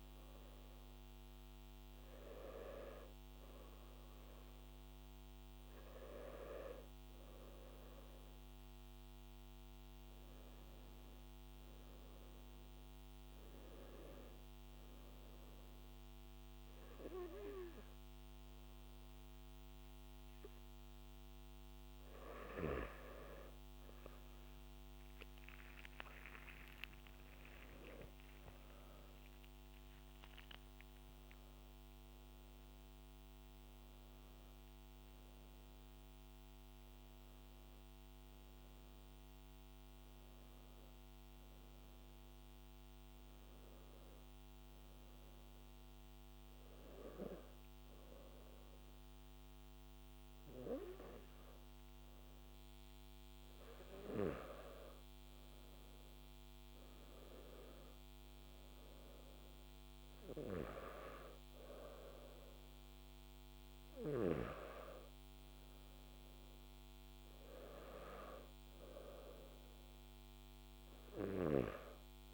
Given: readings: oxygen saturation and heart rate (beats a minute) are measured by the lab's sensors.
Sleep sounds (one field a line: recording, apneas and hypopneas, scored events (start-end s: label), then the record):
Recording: breathing in sleep by a microphone on the trachea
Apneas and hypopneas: 2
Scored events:
12.00-22.50 s: hypopnea (oxygen 96% before, 92% lowest, heart rate 65 before, 61 extreme, up 12 after)
25.00-29.00 s: arousal
32.50-42.50 s: oxygen desaturation (device-marked, oxygen 96% before, 92% lowest, heart rate 67 before, 60 extreme)
43.50-55.50 s: hypopnea (oxygen 96% before, 93% lowest, heart rate 71 before, 60 extreme, up 11 after)
59.00-62.00 s: arousal
From the record:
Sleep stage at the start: N2 (light sleep)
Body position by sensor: on the back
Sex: male